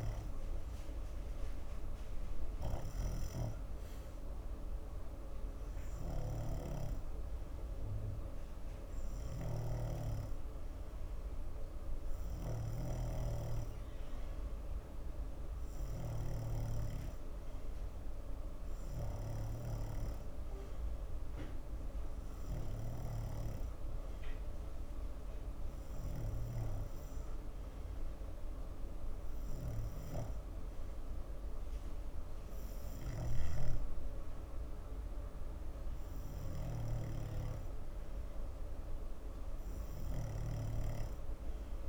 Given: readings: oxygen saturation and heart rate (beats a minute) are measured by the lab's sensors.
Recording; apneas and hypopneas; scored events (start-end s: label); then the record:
breathing in sleep by a room microphone; none
0.00-27.50 s: snoring (device-marked)
34.00-41.89 s: snoring (device-marked)
From the record:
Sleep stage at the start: N2 (light sleep); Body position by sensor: on the front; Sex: male